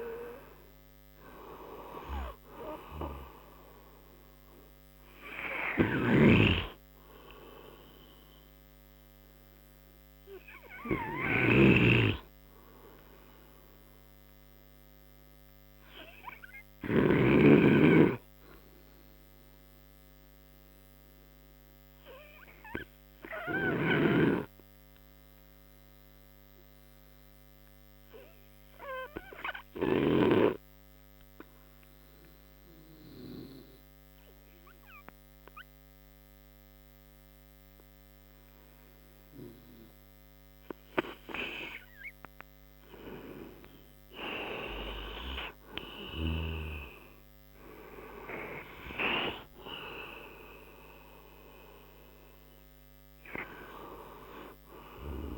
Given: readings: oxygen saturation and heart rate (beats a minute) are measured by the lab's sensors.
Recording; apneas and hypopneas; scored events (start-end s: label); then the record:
breathing in sleep by a microphone on the trachea; 1
0.00-2.50 s: arousal
0.00-3.50 s: oxygen desaturation (device-marked, oxygen 93% lowest)
6.50-18.00 s: snoring (device-marked)
12.00-42.00 s: obstructive apnea (oxygen 96% before, 88% lowest)
18.50-28.50 s: oxygen desaturation (device-marked, oxygen 96% before, 92% lowest)
38.50-49.50 s: oxygen desaturation (device-marked, oxygen 99% before, 93% lowest)
45.50-49.00 s: arousal
From the record:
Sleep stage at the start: N2 (light sleep); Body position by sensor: on the right side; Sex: male